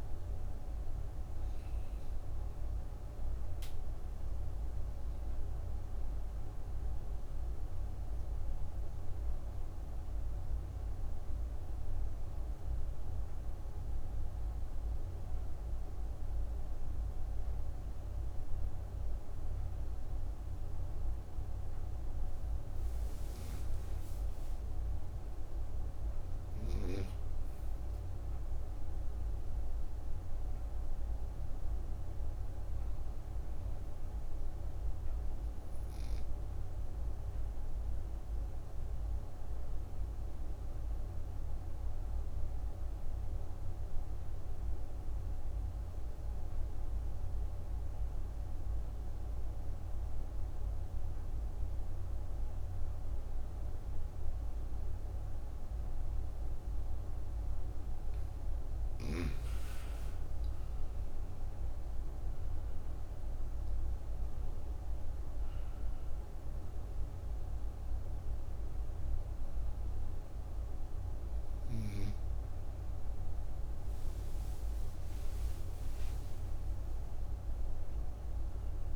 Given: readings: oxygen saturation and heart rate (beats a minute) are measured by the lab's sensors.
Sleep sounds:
breathing in sleep, hard to hear, by a room microphone; 2
0.00-19.50 s: oxygen desaturation (device-marked, oxygen 91% lowest)
6.00-22.00 s: obstructive apnea (oxygen 98% before, 87% lowest)
23.50-28.50 s: arousal
34.00-57.50 s: obstructive apnea (oxygen 98% before, 85% lowest)
35.50-50.50 s: oxygen desaturation (device-marked, oxygen 98% before, 93% lowest)
59.50-78.95 s: oxygen desaturation (device-marked, oxygen 96% before, 85% lowest)
60.00-63.00 s: arousal
76.00-78.95 s: arousal
From the record:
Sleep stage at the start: N2 (light sleep); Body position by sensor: on the right side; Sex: female

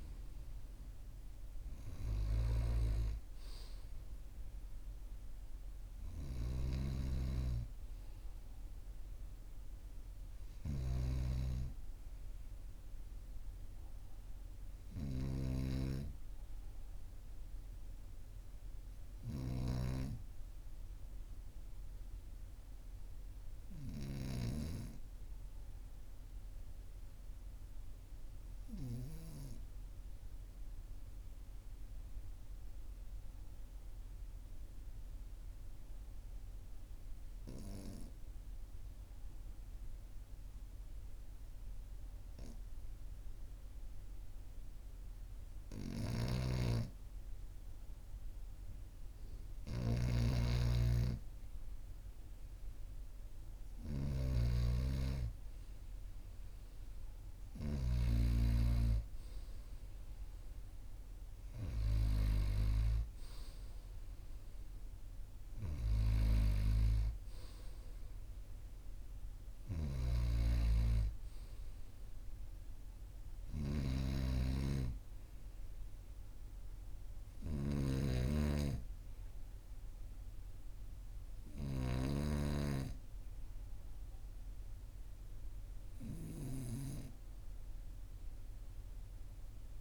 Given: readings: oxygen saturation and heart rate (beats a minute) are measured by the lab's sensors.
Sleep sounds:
breathing in sleep by a room microphone; 1
6.50-19.50 s: snoring (device-marked)
27.50-47.00 s: obstructive apnea (oxygen 99% before, 95% lowest, heart rate 43 before, 42 extreme, up 1 after)
45.50-57.50 s: snoring (device-marked)
49.00-53.00 s: arousal
69.00-81.50 s: snoring (device-marked)
From the record:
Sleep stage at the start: N2 (light sleep); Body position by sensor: on the right side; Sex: male

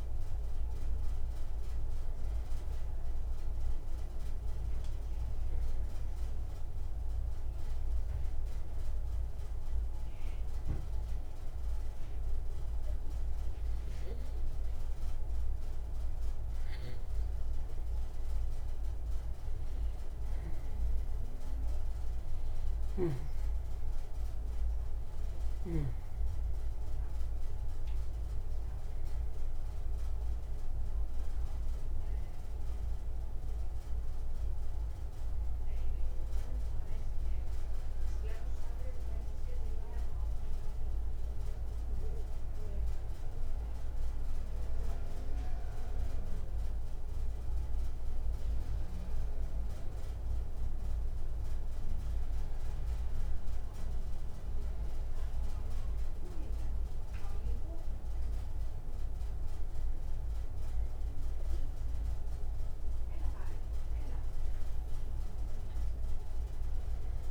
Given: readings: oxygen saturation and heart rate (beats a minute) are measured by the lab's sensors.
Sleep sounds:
breathing in sleep, hard to hear, by a room microphone; 2
3.50-18.00 s: obstructive apnea (oxygen 96% before, 91% lowest, heart rate 61 before, 61 extreme, up 4 after)
23.00-26.50 s: snoring (device-marked)
23.00-27.50 s: arousal
43.50-56.00 s: hypopnea (oxygen 96% before, 91% lowest, heart rate 63 before, 59 extreme, up 3 after)
45.50-62.50 s: oxygen desaturation (device-marked, oxygen 95% before, 91% lowest, heart rate 63 before, 59 extreme)
58.00-62.50 s: arousal
From the record:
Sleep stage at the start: N2 (light sleep); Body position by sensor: on the back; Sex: male

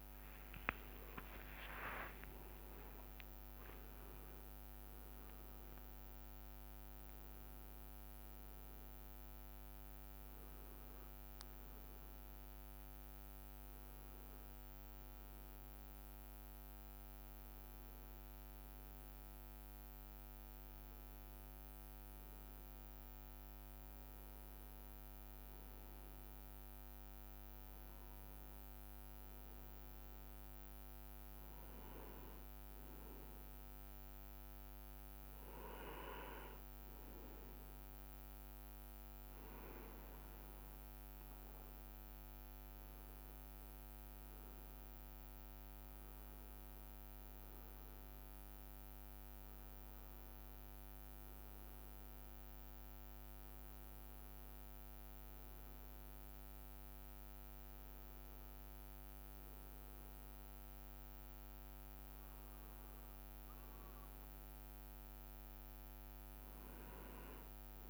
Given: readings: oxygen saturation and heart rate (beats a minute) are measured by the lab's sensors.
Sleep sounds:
a person partly awake in a sleep study, hard to hear, by a microphone on the trachea; none
25.50-67.90 s: new sleep stage, N2 (light sleep)
From the record:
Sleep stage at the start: awake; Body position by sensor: on the right side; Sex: male

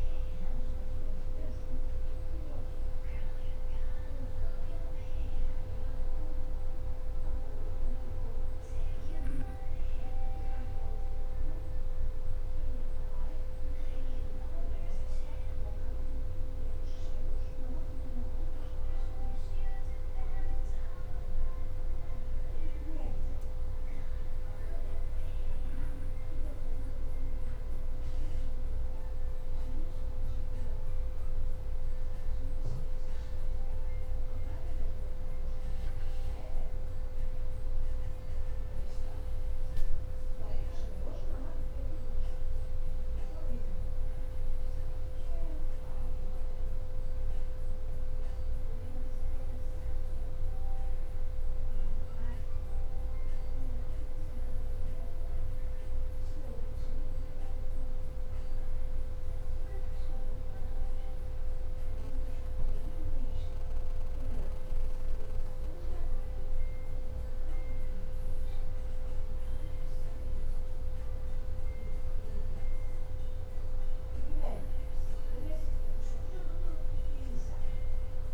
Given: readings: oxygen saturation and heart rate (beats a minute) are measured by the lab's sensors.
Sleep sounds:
breathing in sleep, hard to hear, by a room microphone; 1
10.00-13.00 s: arousal
16.50-27.50 s: hypopnea (oxygen 95% before, 93% lowest, heart rate 61 before, 59 extreme, up 3 after)
29.00-33.00 s: arousal
From the record:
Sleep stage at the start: N2 (light sleep); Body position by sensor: on the back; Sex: male

